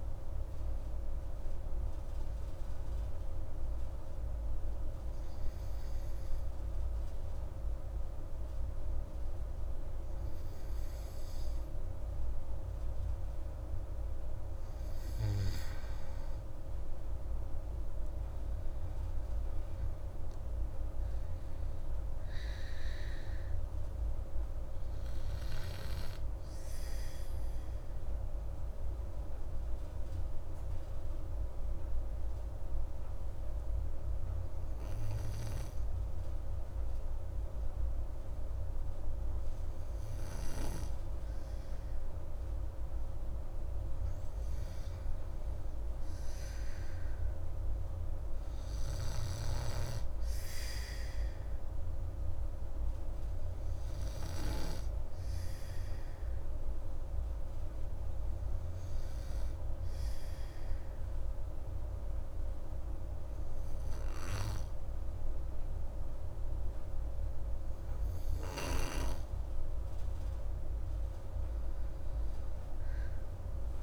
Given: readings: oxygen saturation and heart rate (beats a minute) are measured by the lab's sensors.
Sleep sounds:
breathing in sleep, hard to hear, by a room microphone; 3
3.50-14.00 s: hypopnea (oxygen 96% before, 92% lowest, heart rate 120 before, 86 extreme, up 5 after)
18.50-21.50 s: arousal
26.50-42.00 s: obstructive apnea (oxygen 97% before, 92% lowest, heart rate 132 before, 47 extreme)
26.50-45.50 s: oxygen desaturation (device-marked, oxygen 97% before, 92% lowest, heart rate 132 before, 47 extreme)
47.00-50.00 s: arousal
54.00-67.50 s: hypopnea (oxygen 98% before, 94% lowest, heart rate 144 before, 47 extreme)
70.00-73.83 s: arousal
From the record:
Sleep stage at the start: N2 (light sleep); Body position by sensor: on the back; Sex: female

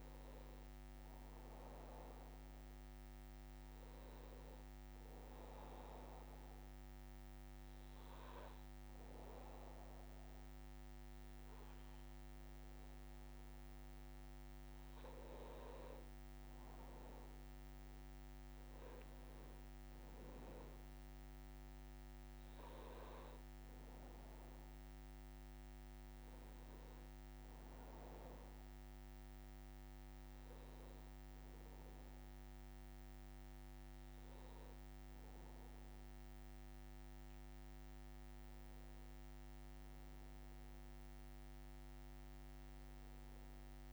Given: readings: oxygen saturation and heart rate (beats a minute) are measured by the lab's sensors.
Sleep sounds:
breathing in sleep, hard to hear, by a microphone on the trachea; 1
1.00-4.00 s: arousal
6.50-16.50 s: hypopnea (oxygen 96% before, 92% lowest, heart rate 63 before, 62 extreme, up 1 after)
19.00-23.00 s: arousal
23.00-43.93 s: new sleep stage, N1 (lightest sleep)
From the record:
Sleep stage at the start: N2 (light sleep); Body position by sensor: on the back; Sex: male

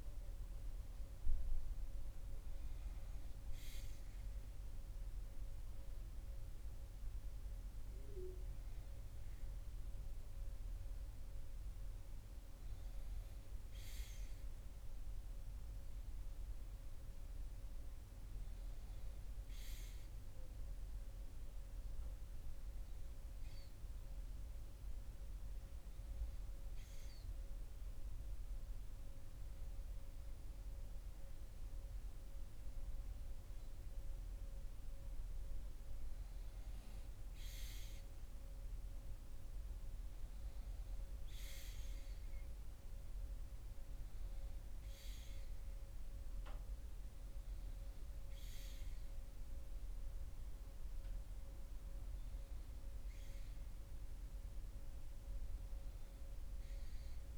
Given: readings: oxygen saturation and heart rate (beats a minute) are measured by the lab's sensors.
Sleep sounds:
breathing in sleep, hard to hear, by a room microphone; none
none scored
From the record:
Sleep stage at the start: N1 (lightest sleep); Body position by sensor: on the right side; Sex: male

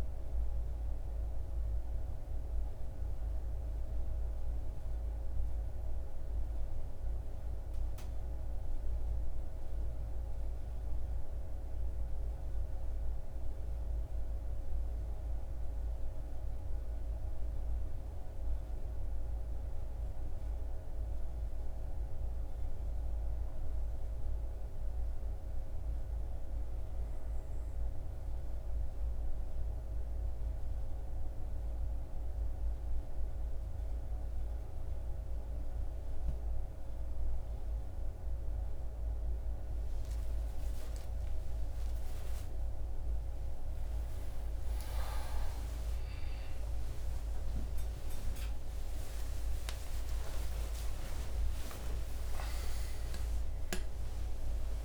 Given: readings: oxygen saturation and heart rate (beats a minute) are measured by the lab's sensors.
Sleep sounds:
a person partly awake in a sleep study, hard to hear, by a room microphone; none
38.00-54.85 s: new sleep stage, awake
From the record:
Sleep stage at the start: N2 (light sleep); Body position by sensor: on the back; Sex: male

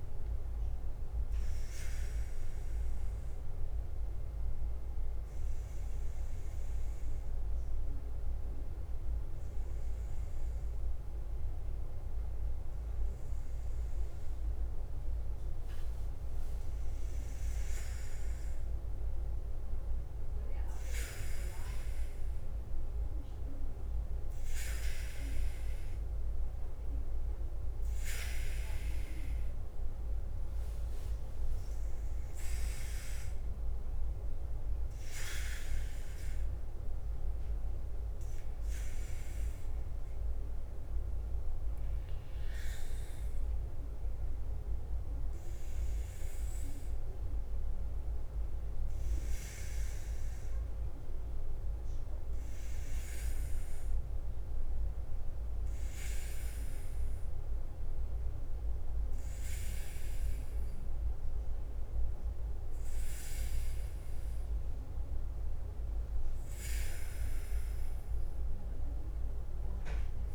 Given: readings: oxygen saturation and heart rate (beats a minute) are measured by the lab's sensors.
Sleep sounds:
breathing in sleep, hard to hear, by a room microphone; 2
0.00-70.35 s: bradycardia (device-marked, heart rate 45 extreme)
1.00-14.00 s: obstructive apnea (oxygen 97% before, 92% lowest, heart rate 53 before, 49 extreme, up 7 after)
17.50-21.50 s: arousal
18.50-37.50 s: oxygen desaturation (device-marked, oxygen 96% before, 92% lowest, heart rate 51 before, 48 extreme)
37.50-63.50 s: hypopnea (oxygen 97% before, 95% lowest, heart rate 53 before, 47 extreme, up 7 after)
65.00-68.50 s: arousal
From the record:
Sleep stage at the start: N2 (light sleep); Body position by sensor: on the back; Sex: male

